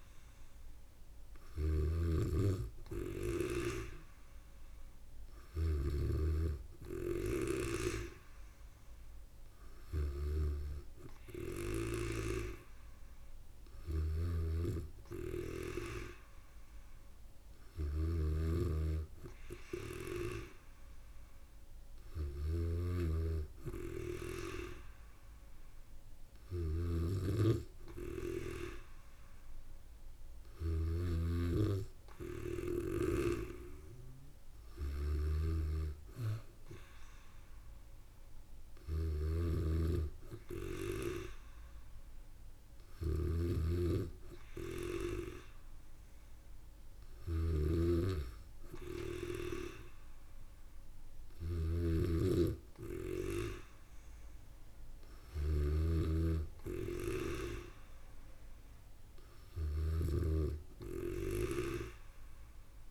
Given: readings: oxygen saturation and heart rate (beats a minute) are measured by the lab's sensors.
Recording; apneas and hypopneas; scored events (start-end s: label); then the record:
breathing in sleep by a room microphone; none
0.00-6.50 s: snoring (device-marked)
14.00-62.90 s: snoring (device-marked)
From the record:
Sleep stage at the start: N3 (deep sleep); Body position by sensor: on the back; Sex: female